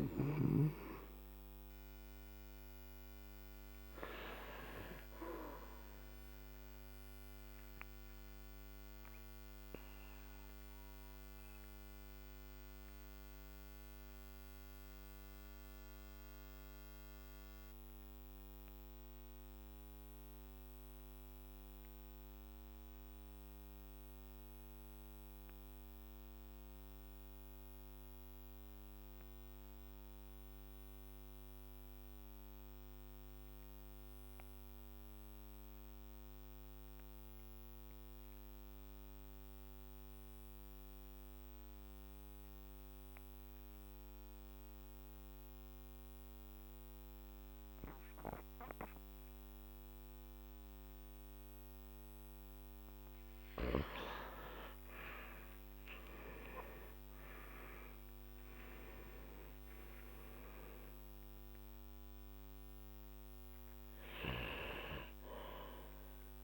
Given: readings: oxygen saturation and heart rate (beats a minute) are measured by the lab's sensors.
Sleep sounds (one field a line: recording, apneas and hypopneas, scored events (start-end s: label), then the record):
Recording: breathing in sleep by a microphone on the trachea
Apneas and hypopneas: 1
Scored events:
8.00-53.50 s: mixed apnea (oxygen 98% before, 85% lowest, heart rate 52 before, 41 extreme, up 16 after)
28.00-48.00 s: oxygen desaturation (device-marked, oxygen 97% before, 86% lowest, heart rate 49 before, 41 extreme)
55.50-60.50 s: arousal
60.00-66.44 s: new sleep stage, REM sleep
From the record:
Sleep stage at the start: N2 (light sleep)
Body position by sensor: on the back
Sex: male